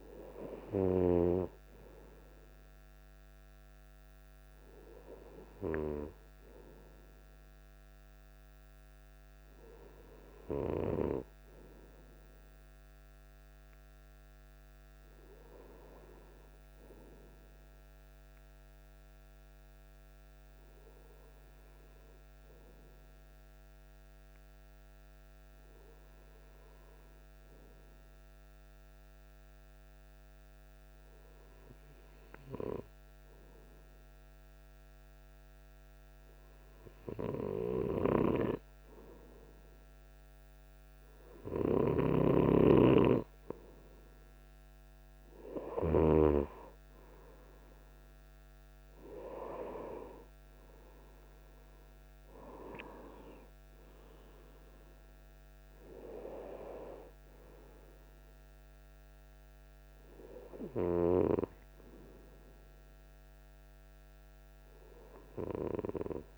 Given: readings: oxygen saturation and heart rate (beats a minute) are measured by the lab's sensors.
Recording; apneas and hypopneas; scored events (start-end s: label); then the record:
breathing in sleep by a microphone on the trachea; 1
19.00-41.50 s: hypopnea (oxygen 98% before, 96% lowest, heart rate 51 before, 51 extreme, up 3 after)
46.00-51.00 s: arousal
From the record:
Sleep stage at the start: N2 (light sleep); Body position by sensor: on the right side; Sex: male